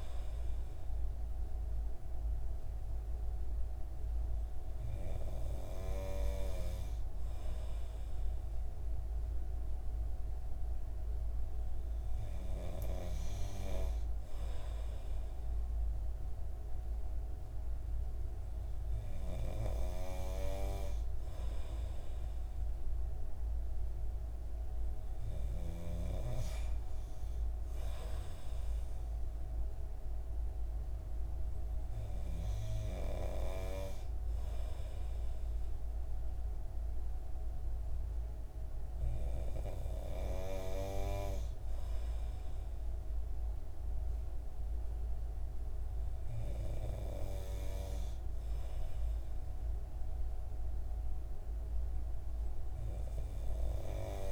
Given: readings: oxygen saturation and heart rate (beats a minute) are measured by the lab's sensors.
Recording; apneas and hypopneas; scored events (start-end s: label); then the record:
breathing in sleep by a room microphone; none
30.50-54.32 s: new sleep stage, N3 (deep sleep)
From the record:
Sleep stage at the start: N2 (light sleep); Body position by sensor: on the right side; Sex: male